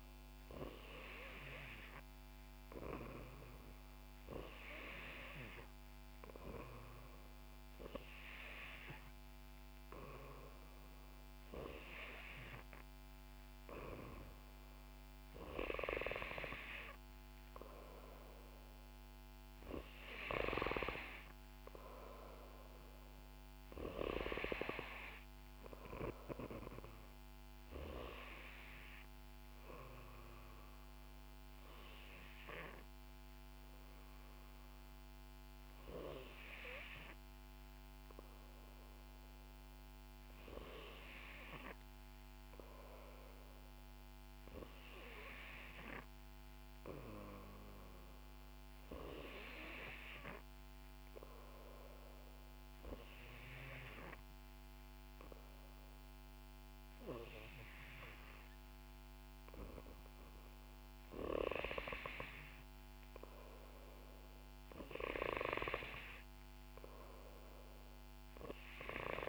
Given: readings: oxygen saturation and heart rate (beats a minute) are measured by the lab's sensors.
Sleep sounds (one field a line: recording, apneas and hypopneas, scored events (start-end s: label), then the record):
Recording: breathing in sleep by a microphone on the trachea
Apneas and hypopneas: 1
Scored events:
50.00-61.50 s: obstructive apnea (oxygen 93% before, 89% lowest, heart rate 62 before, 62 extreme, up 6 after)
63.50-66.50 s: arousal
From the record:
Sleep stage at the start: N3 (deep sleep)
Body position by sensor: on the back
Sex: female